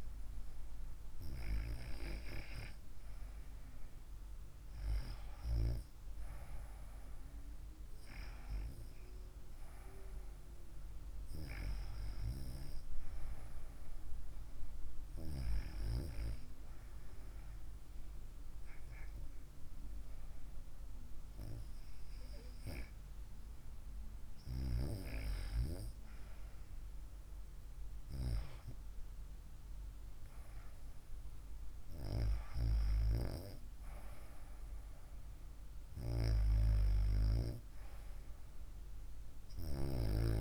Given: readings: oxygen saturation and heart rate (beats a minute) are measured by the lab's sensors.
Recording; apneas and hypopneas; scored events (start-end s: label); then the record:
breathing in sleep by a room microphone; none
none scored
From the record:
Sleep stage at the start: REM sleep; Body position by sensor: on the right side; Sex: female